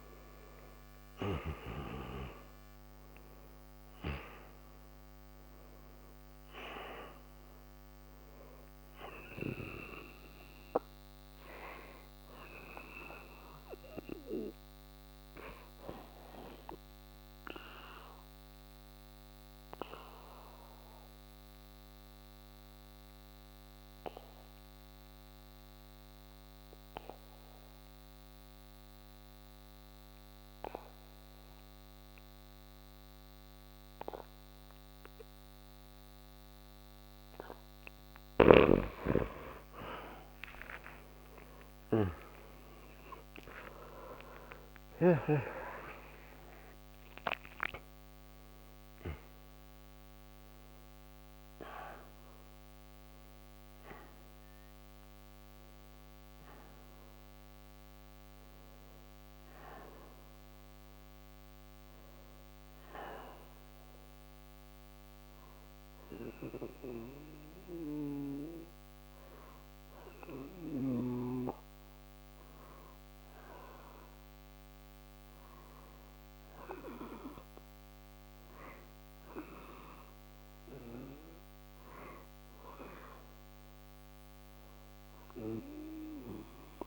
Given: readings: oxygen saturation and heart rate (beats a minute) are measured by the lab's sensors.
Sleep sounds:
breathing in sleep by a microphone on the trachea; 2
0.00-25.50 s: oxygen desaturation (device-marked, oxygen 85% lowest, heart rate 59 extreme)
15.50-39.00 s: obstructive apnea (oxygen 96% before, 85% lowest, heart rate 63 before, 59 extreme, up 3 after)
40.00-45.50 s: arousal
40.50-71.50 s: oxygen desaturation (device-marked, oxygen 97% before, 86% lowest, heart rate 61 before, 59 extreme)
48.50-78.50 s: new sleep stage, N1 (lightest sleep)
60.00-74.00 s: hypopnea (oxygen 97% before, 86% lowest, heart rate 63 before, 59 extreme, up 4 after)
78.50-86.87 s: new sleep stage, awake
From the record:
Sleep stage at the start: N2 (light sleep); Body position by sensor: on the back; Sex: male

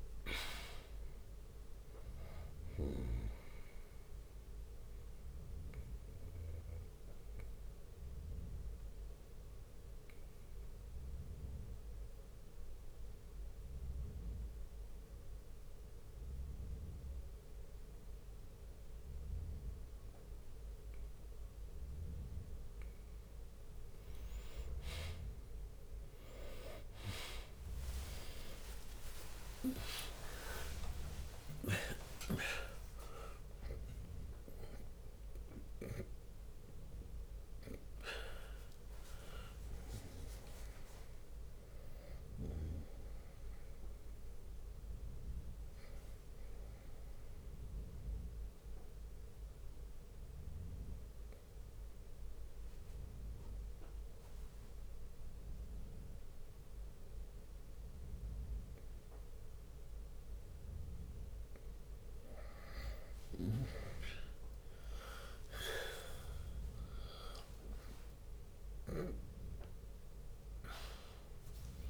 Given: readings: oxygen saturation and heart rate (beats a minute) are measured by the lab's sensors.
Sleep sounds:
breathing in sleep by a room microphone; 2
0.00-3.00 s: oxygen desaturation (device-marked, oxygen 92% lowest, heart rate 60 extreme)
0.00-5.00 s: drop in pulse transit time (device-marked, heart rate 75 extreme)
4.50-22.00 s: obstructive apnea (oxygen 98% before, 92% lowest, heart rate 94 before, 60 extreme, up 48 after)
26.00-34.00 s: tachycardia (device-marked, heart rate 67 before, 152 extreme)
27.50-33.00 s: arousal
28.00-37.00 s: oxygen desaturation (device-marked, oxygen 98% before, 94% lowest, heart rate 62 before, 61 extreme)
30.00-32.00 s: long interval between heartbeats (device-marked, heart rate 65 before, 128 extreme)
30.00-43.00 s: drop in pulse transit time (device-marked, heart rate 65 before, 73 extreme)
48.00-62.00 s: obstructive apnea (oxygen 98% before, 92% lowest, heart rate 98 before, 61 extreme, up 8 after)
60.00-71.90 s: drop in pulse transit time (device-marked, heart rate 65 before, 62 extreme)
66.00-71.90 s: oxygen desaturation (device-marked, oxygen 99% before, 93% lowest, heart rate 62 before, 60 extreme)
66.50-68.50 s: long interval between heartbeats (device-marked, heart rate 62 before, 67 extreme)
67.00-71.90 s: arousal
From the record:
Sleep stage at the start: N2 (light sleep); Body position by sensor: on the right side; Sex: male

